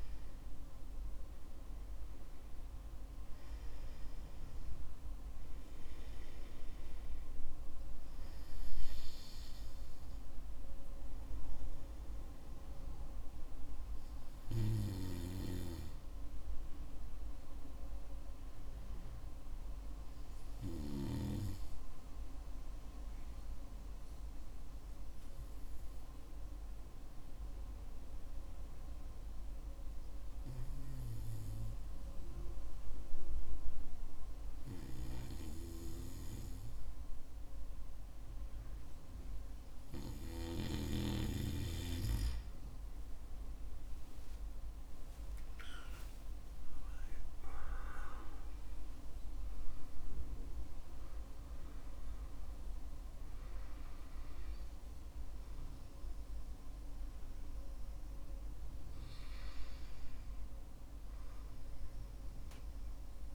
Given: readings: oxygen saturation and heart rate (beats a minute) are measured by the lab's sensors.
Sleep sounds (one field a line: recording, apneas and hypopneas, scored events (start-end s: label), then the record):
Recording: breathing in sleep by a room microphone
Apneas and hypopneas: 1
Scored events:
15.50-39.00 s: hypopnea (oxygen 97% before, 93% lowest, heart rate 58 before, 53 extreme, up 9 after)
39.00-54.00 s: oxygen desaturation (device-marked, oxygen 96% before, 93% lowest, heart rate 56 before, 55 extreme)
44.00-49.00 s: arousal
From the record:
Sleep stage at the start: N2 (light sleep)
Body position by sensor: on the back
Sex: male